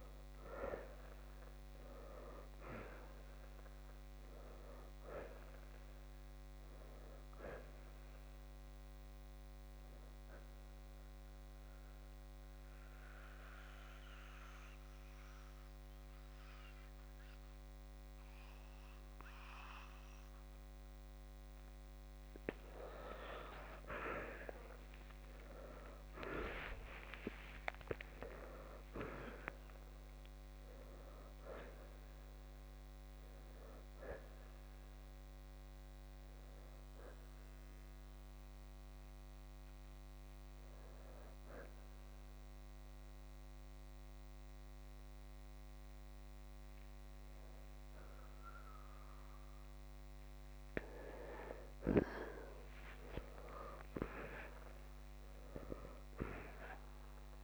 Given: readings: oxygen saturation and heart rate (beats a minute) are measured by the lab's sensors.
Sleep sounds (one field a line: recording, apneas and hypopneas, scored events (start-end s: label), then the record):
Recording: breathing in sleep by a microphone on the trachea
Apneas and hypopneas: 2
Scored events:
0.00-2.00 s: arousal
10.50-21.50 s: central apnea (oxygen 93% before, 81% lowest, heart rate 63 before, 55 extreme, up 24 after)
14.00-25.00 s: oxygen desaturation (device-marked, oxygen 93% before, 81% lowest, heart rate 64 before, 56 extreme)
27.00-31.00 s: arousal
33.00-51.00 s: oxygen desaturation (device-marked, oxygen 96% before, 83% lowest, heart rate 66 before, 58 extreme)
39.50-50.00 s: mixed apnea (oxygen 96% before, 83% lowest, heart rate 69 before, 58 extreme, up 9 after)
53.00-57.44 s: arousal
From the record:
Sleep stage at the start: N2 (light sleep)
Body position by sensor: on the left side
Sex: male